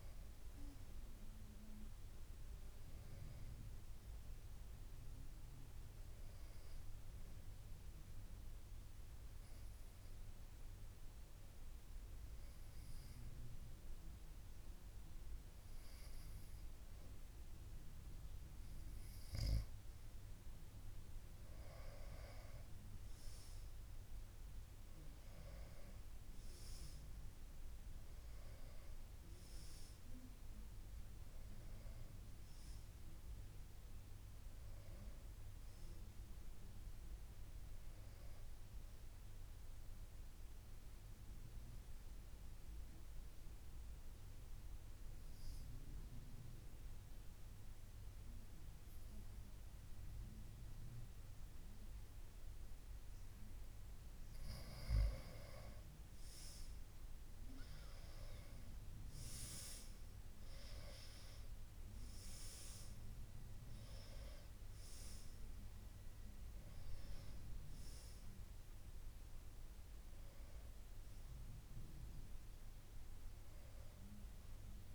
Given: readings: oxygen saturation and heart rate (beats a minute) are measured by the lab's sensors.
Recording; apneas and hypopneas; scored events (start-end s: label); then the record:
breathing in sleep by a room microphone; none
55.00-59.50 s: arousal
61.00-74.94 s: oxygen desaturation (device-marked, oxygen 97% before, 91% lowest, heart rate 58 before, 54 extreme)
From the record:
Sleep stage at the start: N2 (light sleep); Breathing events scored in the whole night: 264 in 3.9 hours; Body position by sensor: on the back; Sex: female